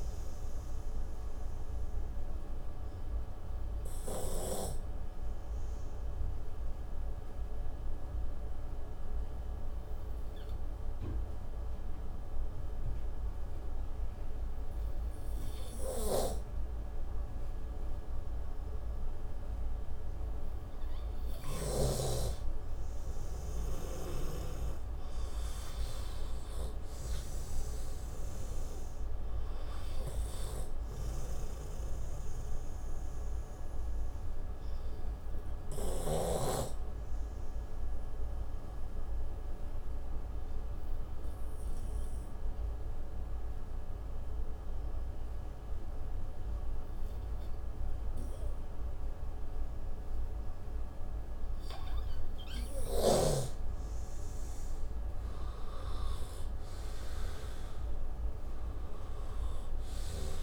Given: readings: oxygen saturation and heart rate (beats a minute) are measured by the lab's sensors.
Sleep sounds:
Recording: breathing in sleep by a room microphone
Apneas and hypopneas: 2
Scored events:
2.50-21.50 s: obstructive apnea (oxygen 98% before, 91% lowest)
10.00-16.00 s: oxygen desaturation (device-marked, oxygen 96% before, 92% lowest)
24.50-27.00 s: arousal
29.00-37.00 s: oxygen desaturation (device-marked, oxygen 98% before, 93% lowest)
34.00-53.00 s: obstructive apnea (oxygen 98% before, 91% lowest)
39.00-49.00 s: oxygen desaturation (device-marked, oxygen 97% before, 92% lowest)
56.00-59.00 s: arousal
From the record:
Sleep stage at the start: N2 (light sleep)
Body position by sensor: on the right side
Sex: male

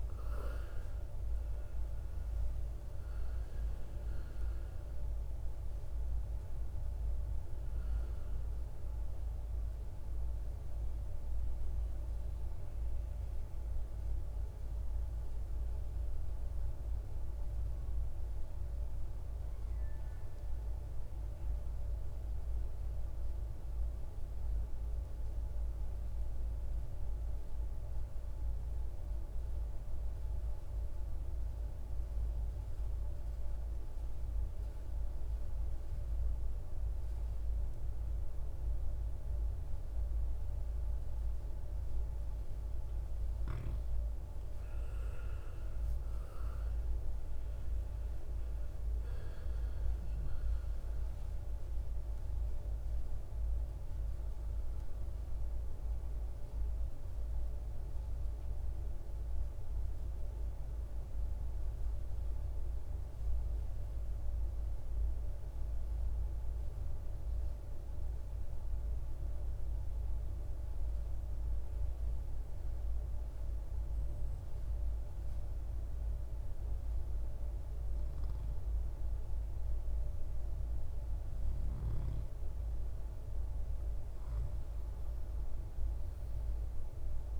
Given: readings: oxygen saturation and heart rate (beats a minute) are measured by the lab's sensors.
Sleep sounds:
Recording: breathing in sleep, hard to hear, by a room microphone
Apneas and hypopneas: 2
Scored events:
0.00-2.50 s: arousal
0.00-24.00 s: oxygen desaturation (device-marked, oxygen 88% lowest, heart rate 53 extreme)
17.50-42.00 s: mixed apnea (oxygen 98% before, 88% lowest, heart rate 64 before, 53 extreme, up 15 after)
41.00-71.00 s: oxygen desaturation (device-marked, oxygen 98% before, 88% lowest, heart rate 56 before, 55 extreme)
45.00-49.50 s: arousal
54.00-82.50 s: mixed apnea (oxygen 99% before, 88% lowest, heart rate 65 before, 55 extreme, up 13 after)
86.00-87.40 s: arousal
From the record:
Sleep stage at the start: N2 (light sleep)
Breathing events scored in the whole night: 504 in 6.9 hours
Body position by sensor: on the right side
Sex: male

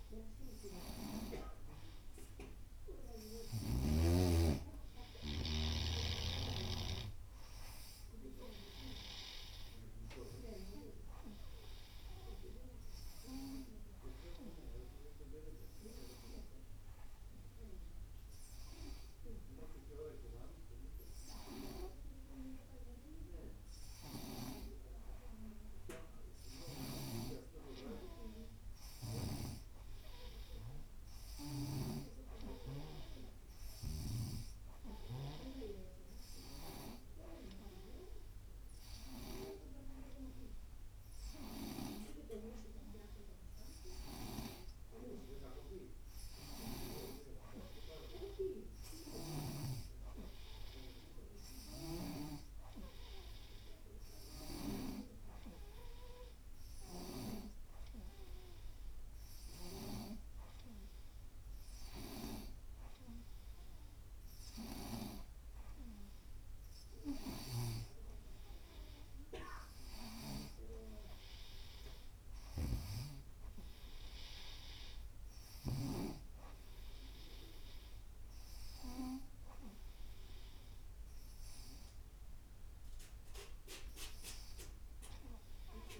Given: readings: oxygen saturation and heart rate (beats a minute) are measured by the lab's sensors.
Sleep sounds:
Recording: breathing in sleep by a room microphone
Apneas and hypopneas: 1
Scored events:
5.50-9.50 s: arousal
15.00-19.00 s: oxygen desaturation (device-marked, oxygen 92% before, 89% lowest, heart rate 91 before, 89 extreme)
15.00-25.00 s: obstructive apnea (oxygen 93% before, 89% lowest, heart rate 91 before, 89 extreme, up 1 after)
27.00-30.50 s: arousal
31.00-45.00 s: oxygen desaturation (device-marked, oxygen 96% before, 90% lowest, heart rate 90 before, 90 extreme)
67.50-76.00 s: snoring (device-marked)
From the record:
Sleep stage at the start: N2 (light sleep)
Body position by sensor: on the right side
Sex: female

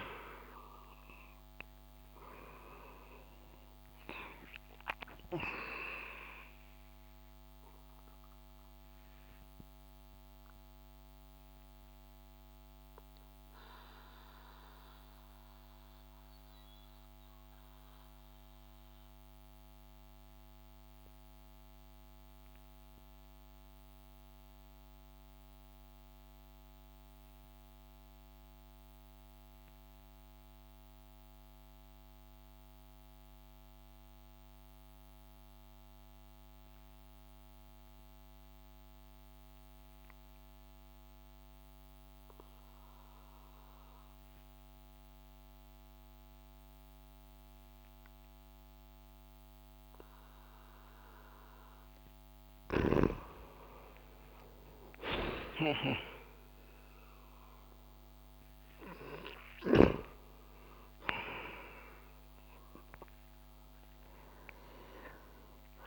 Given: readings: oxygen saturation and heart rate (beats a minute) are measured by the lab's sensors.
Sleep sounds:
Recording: breathing in sleep by a microphone on the trachea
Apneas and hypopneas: 1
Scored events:
0.00-25.50 s: oxygen desaturation (device-marked, oxygen 87% lowest)
8.00-52.00 s: mixed apnea (oxygen 97% before, 87% lowest)
43.50-65.87 s: oxygen desaturation (device-marked, oxygen 98% before, 90% lowest)
53.00-57.50 s: arousal
55.00-60.00 s: snoring (device-marked)
From the record:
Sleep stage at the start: N2 (light sleep)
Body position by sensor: on the back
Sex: male

